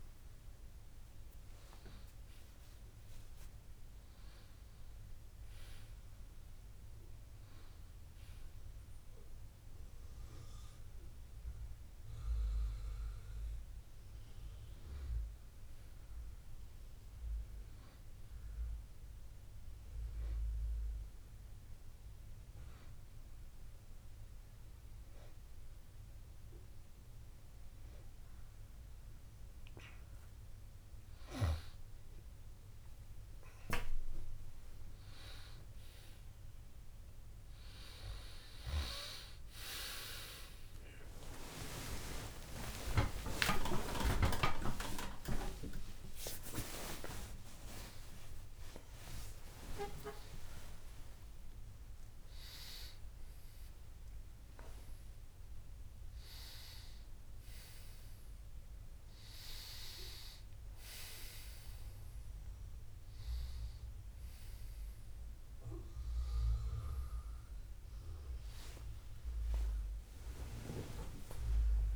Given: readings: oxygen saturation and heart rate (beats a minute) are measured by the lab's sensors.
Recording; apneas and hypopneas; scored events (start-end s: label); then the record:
a person partly awake in a sleep study, by a room microphone; 1
0.00-3.00 s: arousal
18.00-31.00 s: hypopnea (oxygen 93% before, 91% lowest, heart rate 84 before, 59 extreme, up 49 after)
43.00-71.96 s: new sleep stage, awake
From the record:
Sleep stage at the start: N2 (light sleep); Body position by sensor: on the back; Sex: male